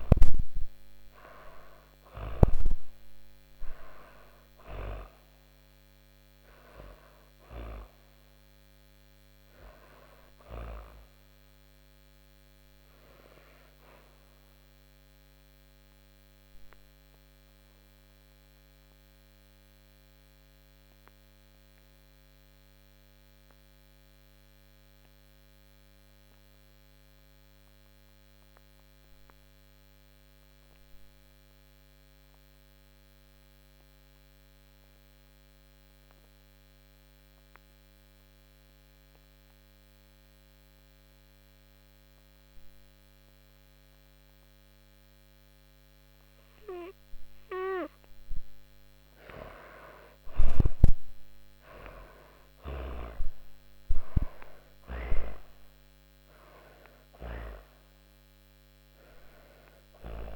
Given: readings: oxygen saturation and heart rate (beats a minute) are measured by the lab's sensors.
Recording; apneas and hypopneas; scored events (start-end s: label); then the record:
breathing in sleep by a microphone on the trachea; 1
0.00-1.00 s: arousal
0.00-10.50 s: oxygen desaturation (device-marked, oxygen 91% lowest)
12.50-22.50 s: oxygen desaturation (device-marked, oxygen 93% before, 87% lowest)
12.50-46.00 s: obstructive apnea (oxygen 98% before, 83% lowest)
42.50-60.36 s: oxygen desaturation (device-marked, oxygen 98% before, 83% lowest)
48.00-52.50 s: arousal
53.50-59.00 s: snoring (device-marked)
From the record:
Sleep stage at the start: N2 (light sleep); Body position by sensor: on the back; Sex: female